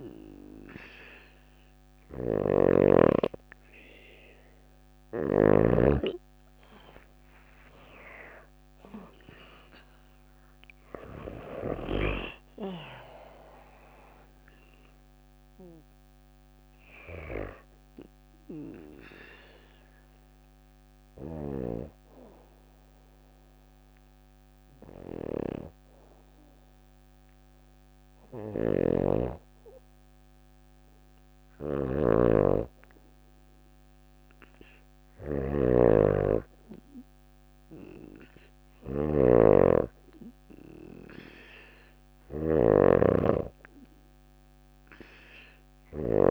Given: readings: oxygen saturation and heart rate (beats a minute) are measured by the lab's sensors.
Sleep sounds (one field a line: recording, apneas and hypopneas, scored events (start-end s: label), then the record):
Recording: breathing in sleep by a microphone on the trachea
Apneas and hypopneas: 1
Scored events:
0.00-5.00 s: snoring (device-marked)
5.00-10.00 s: arousal
17.00-28.50 s: obstructive apnea (oxygen 96% before, 93% lowest, heart rate 47 before, 40 extreme, up 21 after)
27.50-46.31 s: snoring (device-marked)
35.00-38.50 s: arousal
From the record:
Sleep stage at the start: N2 (light sleep)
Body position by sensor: on the back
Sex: female